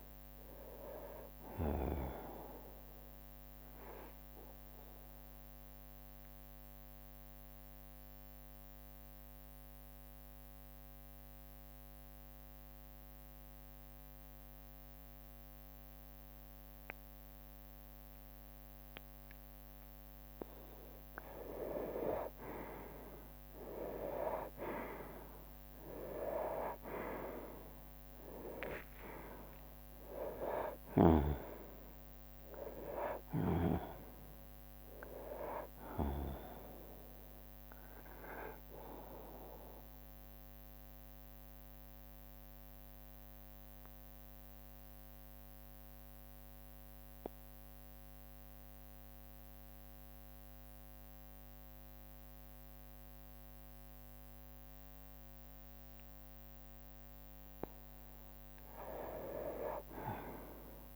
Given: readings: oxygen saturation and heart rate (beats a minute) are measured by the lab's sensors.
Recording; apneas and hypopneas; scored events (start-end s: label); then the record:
breathing in sleep by a microphone on the trachea; 2
0.00-9.00 s: oxygen desaturation (device-marked, oxygen 91% lowest, heart rate 59 extreme)
4.50-19.50 s: obstructive apnea (oxygen 96% before, 91% lowest, heart rate 70 before, 59 extreme, up 4 after)
21.00-39.00 s: drop in pulse transit time (device-marked, heart rate 63 before, 59 extreme)
22.50-28.50 s: arousal
25.00-49.00 s: oxygen desaturation (device-marked, oxygen 97% before, 91% lowest, heart rate 62 before, 59 extreme)
32.50-34.50 s: long interval between heartbeats (device-marked, heart rate 62 before, 77 extreme)
39.00-56.50 s: mixed apnea (oxygen 98% before, 91% lowest, heart rate 66 before, 59 extreme, up 9 after)
44.00-46.00 s: bradycardia (device-marked, heart rate 69 before, 61 extreme)
53.00-60.96 s: drop in pulse transit time (device-marked, heart rate 65 before, 60 extreme)
From the record:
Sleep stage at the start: N2 (light sleep); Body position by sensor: on the right side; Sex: male